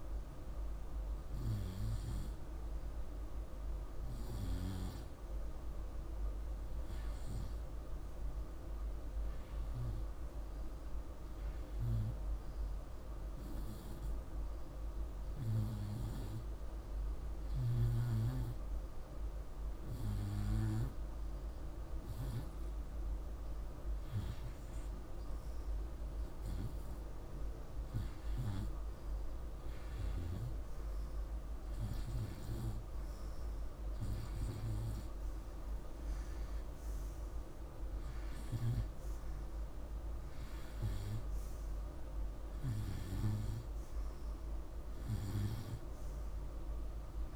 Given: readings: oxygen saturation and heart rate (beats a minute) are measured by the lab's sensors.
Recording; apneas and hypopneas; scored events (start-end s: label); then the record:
breathing in sleep by a room microphone; 1
12.50-24.50 s: hypopnea (oxygen 100% before, 85% lowest, heart rate 52 before, 53 extreme, up 1 after)
16.50-22.50 s: oxygen desaturation (device-marked, oxygen 100% before, 97% lowest, heart rate 52 before, 53 extreme)
31.00-35.00 s: arousal
From the record:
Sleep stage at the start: REM sleep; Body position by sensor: on the right side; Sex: male